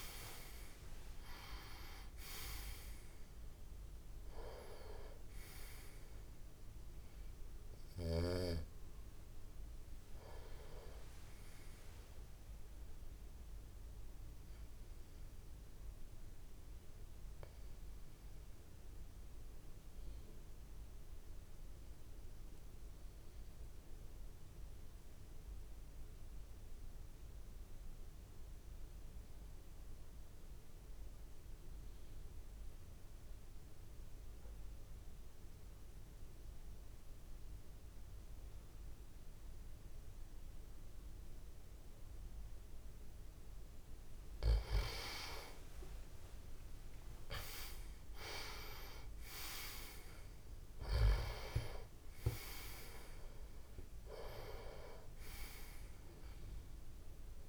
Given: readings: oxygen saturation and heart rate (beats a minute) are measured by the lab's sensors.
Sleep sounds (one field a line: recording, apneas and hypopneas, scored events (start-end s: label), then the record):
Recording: breathing in sleep by a room microphone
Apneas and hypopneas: 1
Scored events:
0.00-23.50 s: oxygen desaturation (device-marked, oxygen 89% lowest)
14.00-43.00 s: obstructive apnea (oxygen 97% before, 87% lowest)
37.50-57.49 s: oxygen desaturation (device-marked, oxygen 98% before, 87% lowest)
45.00-49.00 s: arousal
From the record:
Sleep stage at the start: N2 (light sleep)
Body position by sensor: on the back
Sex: male